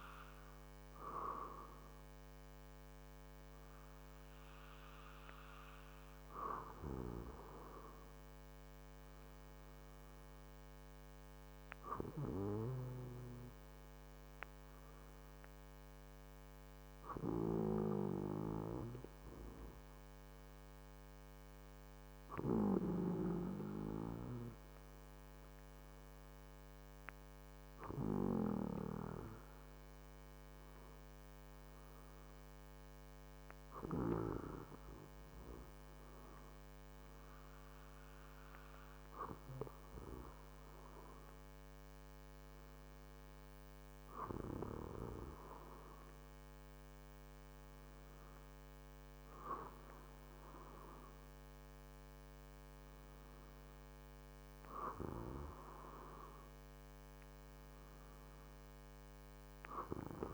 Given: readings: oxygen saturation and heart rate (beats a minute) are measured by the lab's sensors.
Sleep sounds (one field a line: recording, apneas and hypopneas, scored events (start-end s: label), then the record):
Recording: breathing in sleep by a microphone on the trachea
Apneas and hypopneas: none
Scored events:
none scored
From the record:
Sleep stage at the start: REM sleep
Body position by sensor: on the back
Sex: male